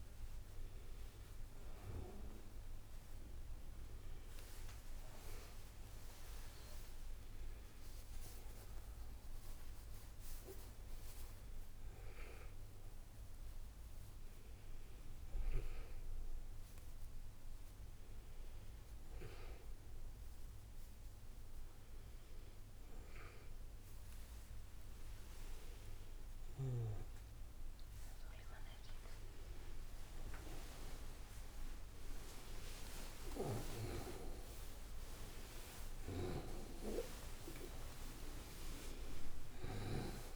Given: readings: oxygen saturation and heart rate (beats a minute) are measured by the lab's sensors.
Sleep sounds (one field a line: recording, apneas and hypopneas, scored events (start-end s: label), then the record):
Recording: a person awake in a sleep study, by a room microphone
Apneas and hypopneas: none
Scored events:
4.00-40.36 s: new sleep stage, awake
From the record:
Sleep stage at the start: N2 (light sleep)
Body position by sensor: on the right side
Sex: female